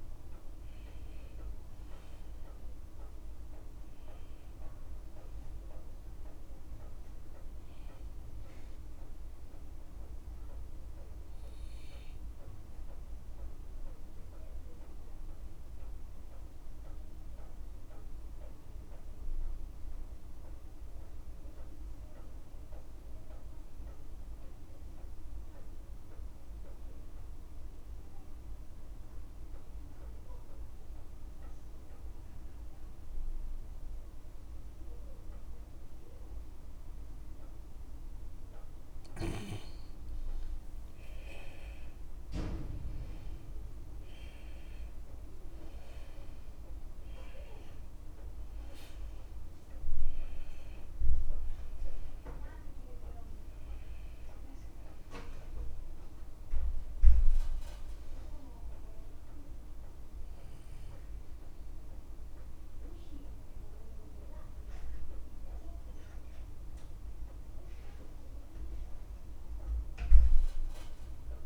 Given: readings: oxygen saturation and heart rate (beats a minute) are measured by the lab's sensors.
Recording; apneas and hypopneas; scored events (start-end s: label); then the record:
breathing in sleep, hard to hear, by a room microphone; 1
0.00-27.00 s: oxygen desaturation (device-marked, oxygen 82% lowest)
9.50-38.00 s: mixed apnea (oxygen 91% before, 82% lowest, heart rate 48 before, 48 extreme, up 16 after)
15.50-17.50 s: long interval between heartbeats (device-marked, heart rate 53 before, 61 extreme)
21.00-23.00 s: long interval between heartbeats (device-marked, heart rate 60 before, 79 extreme)
23.50-25.50 s: long interval between heartbeats (device-marked, heart rate 63 before, 74 extreme)
28.00-30.00 s: long interval between heartbeats (device-marked, heart rate 67 before, 69 extreme)
31.50-33.50 s: long interval between heartbeats (device-marked, heart rate 70 before, 78 extreme)
36.00-38.00 s: long interval between heartbeats (device-marked, heart rate 78 before, 88 extreme)
39.00-41.00 s: long interval between heartbeats (device-marked, heart rate 81 before, 84 extreme)
40.50-45.00 s: arousal
41.00-71.46 s: oxygen desaturation (device-marked, oxygen 98% before, 88% lowest, heart rate 81 before, 48 extreme)
43.50-45.50 s: long interval between heartbeats (device-marked, heart rate 80 before, 75 extreme)
48.50-50.50 s: long interval between heartbeats (device-marked, heart rate 79 before, 48 extreme)
From the record:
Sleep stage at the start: N2 (light sleep); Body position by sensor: on the left side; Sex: male